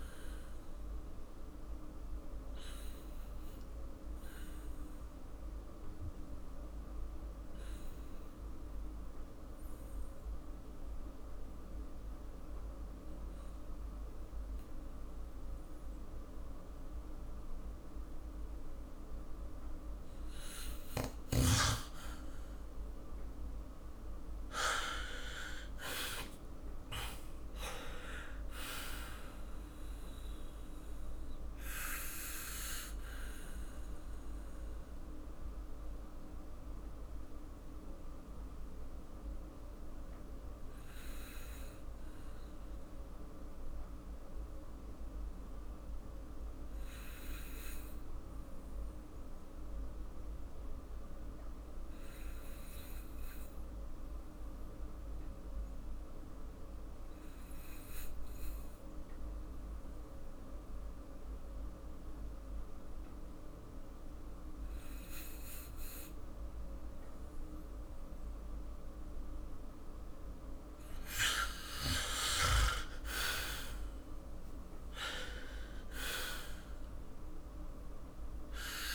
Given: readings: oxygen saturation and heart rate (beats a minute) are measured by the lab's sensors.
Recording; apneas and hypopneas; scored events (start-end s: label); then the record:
breathing in sleep by a room microphone; 2
0.50-20.00 s: obstructive apnea (oxygen 96% before, 91% lowest, heart rate 50 before, 43 extreme, up 11 after)
22.00-27.00 s: arousal
32.00-67.50 s: obstructive apnea (oxygen 96% before, 90% lowest, heart rate 56 before, 43 extreme, up 3 after)
71.00-76.00 s: arousal
From the record:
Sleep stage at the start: N2 (light sleep); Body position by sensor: on the back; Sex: male